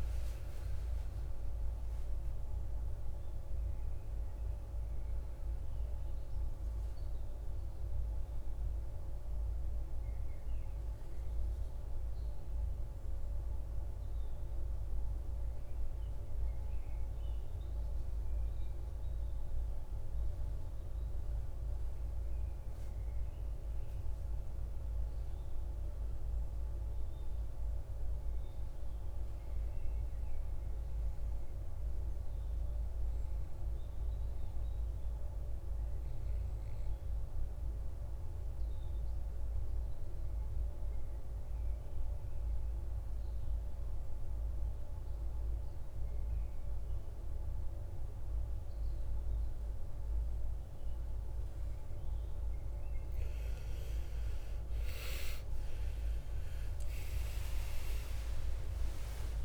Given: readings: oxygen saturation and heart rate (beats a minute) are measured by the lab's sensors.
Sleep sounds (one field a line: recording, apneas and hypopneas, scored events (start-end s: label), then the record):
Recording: breathing in sleep, hard to hear, by a room microphone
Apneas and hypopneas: 2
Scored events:
0.00-17.50 s: oxygen desaturation (device-marked, oxygen 89% lowest, heart rate 52 extreme)
12.00-23.50 s: central apnea (oxygen 98% before, 87% lowest, heart rate 76 before, 52 extreme, up 3 after)
25.50-28.50 s: arousal
37.50-51.00 s: obstructive apnea (oxygen 99% before, 87% lowest, heart rate 54 before, 58 extreme)
50.50-59.45 s: oxygen desaturation (device-marked, oxygen 96% before, 87% lowest, heart rate 57 before, 52 extreme)
56.00-59.45 s: arousal
From the record:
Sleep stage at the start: N2 (light sleep)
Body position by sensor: on the back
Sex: male